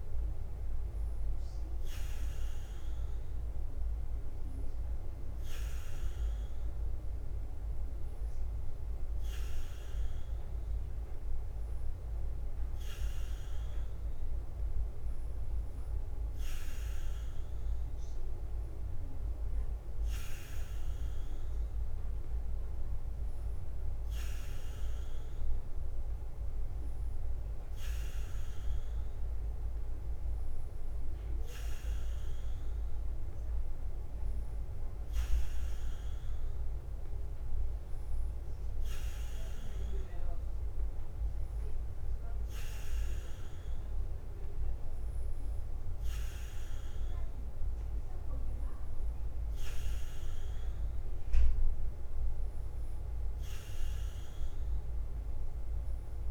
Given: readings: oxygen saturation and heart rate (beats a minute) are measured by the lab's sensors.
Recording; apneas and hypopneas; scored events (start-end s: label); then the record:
breathing in sleep, hard to hear, by a room microphone; none
0.00-56.31 s: bradycardia (device-marked, heart rate 44 extreme)
From the record:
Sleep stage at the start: N3 (deep sleep); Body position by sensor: on the back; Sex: male